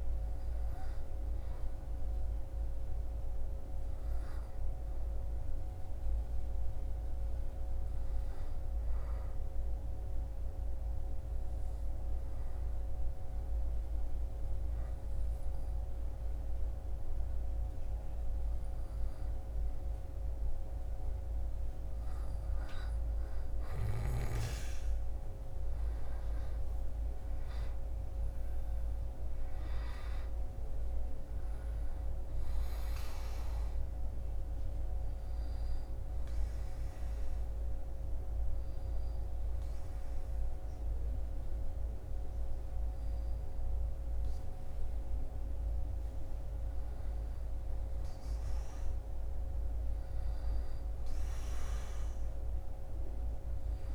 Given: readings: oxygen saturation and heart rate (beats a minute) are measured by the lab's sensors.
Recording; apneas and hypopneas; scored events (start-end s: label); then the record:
breathing in sleep, hard to hear, by a room microphone; 2
3.00-19.50 s: obstructive apnea (oxygen 98% before, 95% lowest, heart rate 69 before, 60 extreme, up 1 after)
22.50-27.00 s: arousal
36.50-46.50 s: obstructive apnea (oxygen 99% before, 95% lowest, heart rate 65 before, 61 extreme, up 10 after)
49.00-52.50 s: arousal
From the record:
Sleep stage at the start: N2 (light sleep); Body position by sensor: on the back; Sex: male